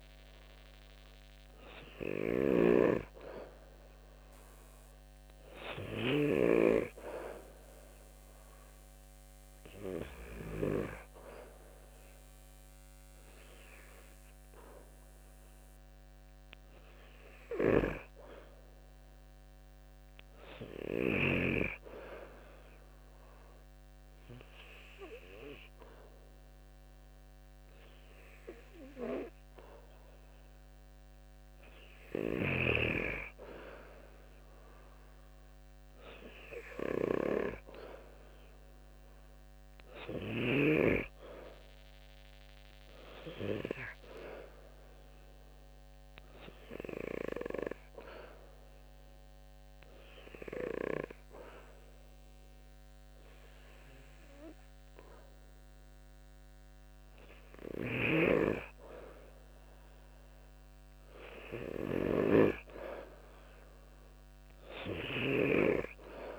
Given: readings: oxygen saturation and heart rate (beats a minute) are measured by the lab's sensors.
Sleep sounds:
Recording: breathing in sleep by a microphone on the trachea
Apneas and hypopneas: 2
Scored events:
2.00-6.00 s: snoring (device-marked)
15.50-19.00 s: arousal
22.00-33.00 s: obstructive apnea (oxygen 96% before, 91% lowest, heart rate 70 before, 67 extreme, up 3 after)
36.50-39.50 s: arousal
47.50-59.00 s: obstructive apnea (oxygen 93% before, 90% lowest, heart rate 71 before, 66 extreme, up 7 after)
61.00-64.00 s: arousal
From the record:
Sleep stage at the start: N2 (light sleep)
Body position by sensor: on the back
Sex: male

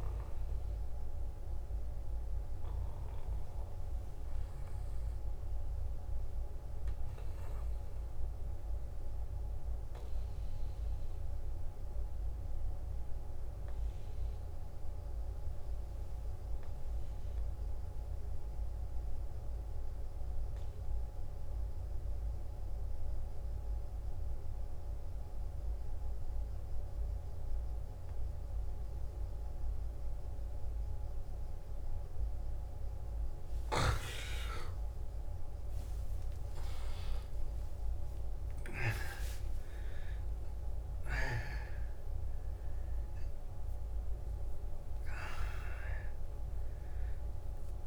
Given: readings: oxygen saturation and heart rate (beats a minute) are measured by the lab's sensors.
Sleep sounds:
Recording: breathing in sleep by a room microphone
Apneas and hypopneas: 1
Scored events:
9.50-32.50 s: central apnea (oxygen 98% before, 90% lowest, heart rate 60 before, 55 extreme, up 14 after)
29.50-47.87 s: oxygen desaturation (device-marked, oxygen 96% before, 90% lowest, heart rate 57 before, 56 extreme)
34.50-39.50 s: arousal
From the record:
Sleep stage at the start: N2 (light sleep)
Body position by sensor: on the back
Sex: male

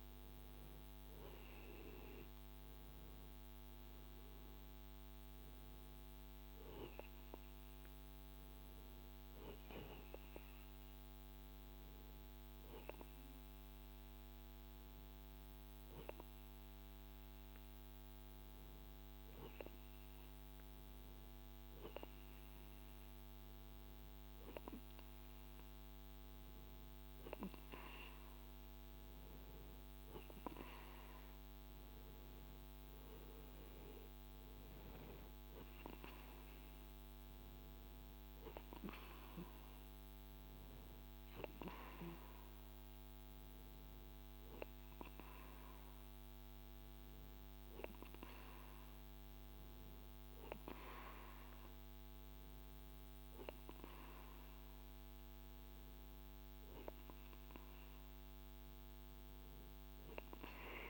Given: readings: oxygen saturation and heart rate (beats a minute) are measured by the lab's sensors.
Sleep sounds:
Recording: breathing in sleep by a microphone on the trachea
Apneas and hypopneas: none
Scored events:
none scored
From the record:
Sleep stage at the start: N2 (light sleep)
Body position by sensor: on the right side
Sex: male

